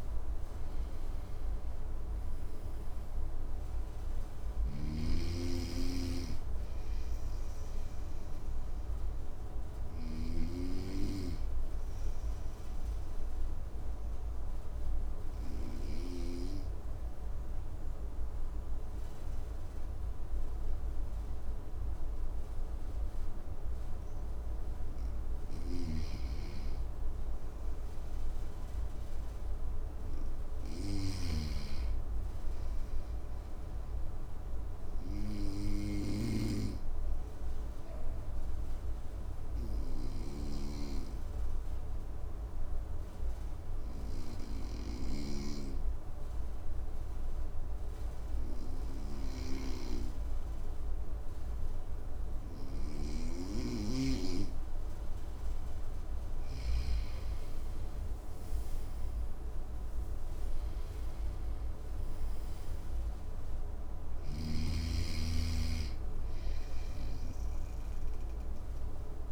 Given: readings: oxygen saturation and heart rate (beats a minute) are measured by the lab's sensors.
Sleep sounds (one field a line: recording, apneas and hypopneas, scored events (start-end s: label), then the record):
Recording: breathing in sleep by a room microphone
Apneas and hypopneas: 2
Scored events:
0.00-23.00 s: oxygen desaturation (device-marked, oxygen 91% lowest, heart rate 55 extreme)
4.00-9.50 s: snoring (device-marked)
8.00-24.00 s: obstructive apnea (oxygen 98% before, 91% lowest, heart rate 63 before, 55 extreme, up 1 after)
25.00-36.00 s: snoring (device-marked)
26.50-30.00 s: arousal
35.00-53.50 s: obstructive apnea (oxygen 100% before, 92% lowest, heart rate 57 before, 54 extreme, up 9 after)
55.00-58.00 s: arousal
57.00-69.32 s: oxygen desaturation (device-marked, oxygen 97% before, 92% lowest, heart rate 55 before, 55 extreme)
63.50-69.32 s: snoring (device-marked)
From the record:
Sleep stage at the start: N2 (light sleep)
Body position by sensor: on the right side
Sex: male